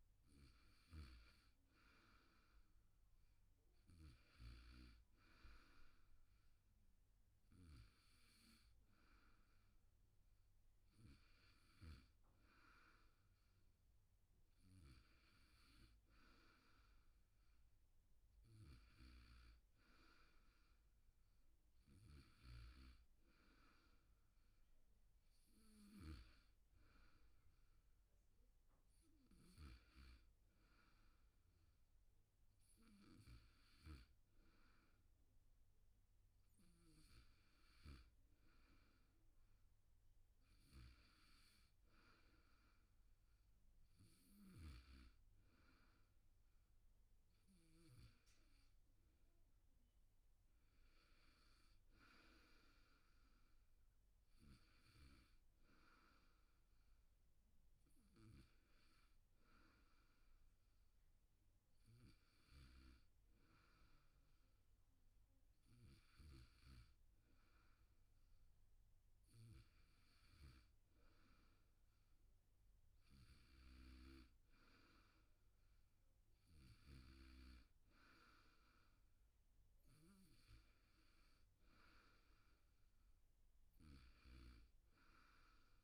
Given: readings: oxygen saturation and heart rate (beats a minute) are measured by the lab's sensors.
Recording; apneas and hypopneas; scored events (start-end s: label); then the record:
breathing in sleep by a room microphone; none
6.00-14.00 s: oxygen desaturation (device-marked, oxygen 98% before, 92% lowest, heart rate 73 before, 75 extreme)
From the record:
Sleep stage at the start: N2 (light sleep); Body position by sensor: on the back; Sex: male